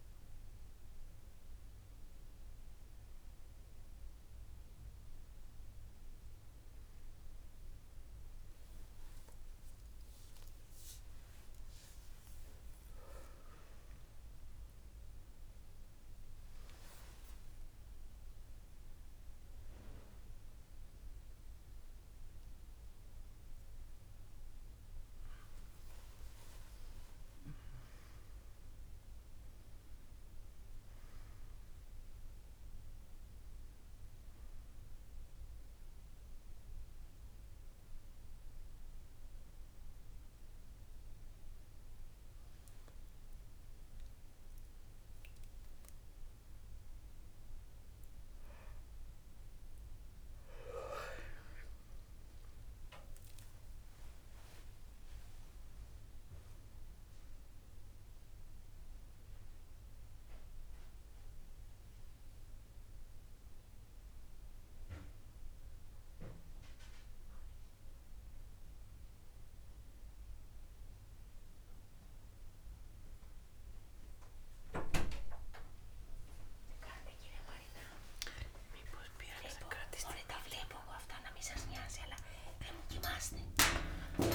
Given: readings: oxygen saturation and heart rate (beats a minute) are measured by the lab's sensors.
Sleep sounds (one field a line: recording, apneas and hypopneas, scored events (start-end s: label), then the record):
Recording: a person awake in a sleep study, by a room microphone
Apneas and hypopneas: none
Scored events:
13.50-15.50 s: long interval between heartbeats (device-marked)
14.00-15.00 s: drop in pulse transit time (device-marked)
17.00-19.00 s: long interval between heartbeats (device-marked)
23.00-25.00 s: long interval between heartbeats (device-marked)
54.50-56.50 s: long interval between heartbeats (device-marked)
77.00-79.00 s: long interval between heartbeats (device-marked)
77.00-84.34 s: drop in pulse transit time (device-marked)
80.50-82.50 s: long interval between heartbeats (device-marked)
From the record:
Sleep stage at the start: awake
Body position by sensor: on the right side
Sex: female